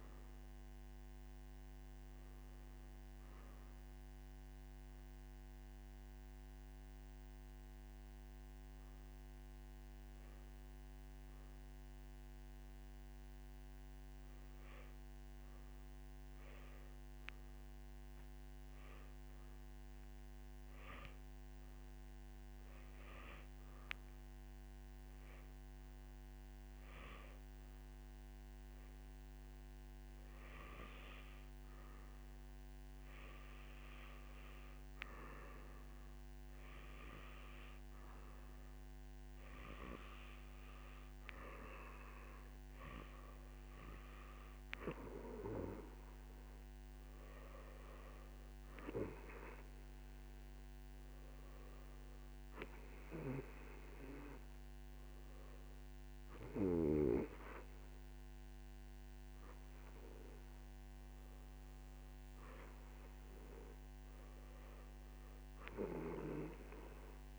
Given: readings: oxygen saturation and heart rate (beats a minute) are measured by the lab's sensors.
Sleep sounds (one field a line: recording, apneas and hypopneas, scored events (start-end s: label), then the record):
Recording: breathing in sleep by a microphone on the trachea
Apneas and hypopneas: 1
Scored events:
6.00-32.50 s: obstructive apnea (oxygen 96% before, 93% lowest, heart rate 65 before, 67 extreme, up 0 after)
From the record:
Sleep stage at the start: N1 (lightest sleep)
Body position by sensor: on the right side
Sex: male